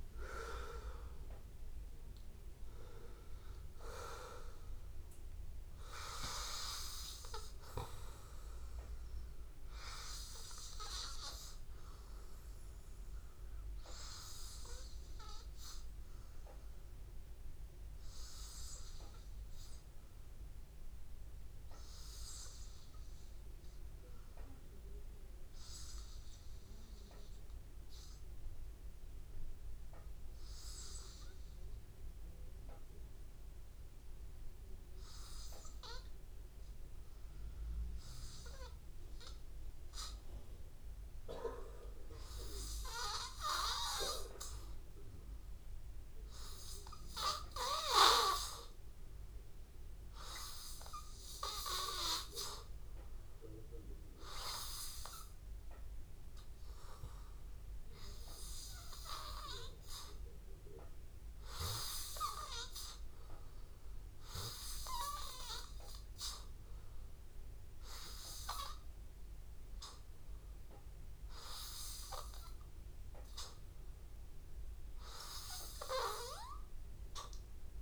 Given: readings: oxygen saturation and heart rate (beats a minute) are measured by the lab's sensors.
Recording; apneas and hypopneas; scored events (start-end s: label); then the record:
breathing in sleep by a room microphone; 1
0.00-13.50 s: oxygen desaturation (device-marked, oxygen 91% lowest, heart rate 77 extreme)
13.00-15.50 s: arousal
17.50-46.50 s: hypopnea (oxygen 95% before, 92% lowest, heart rate 78 before, 83 extreme, up 0 after)
35.50-72.50 s: oxygen desaturation (device-marked, oxygen 99% before, 92% lowest, heart rate 86 before, 83 extreme)
48.00-52.00 s: arousal
From the record:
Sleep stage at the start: N2 (light sleep); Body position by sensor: on the back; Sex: male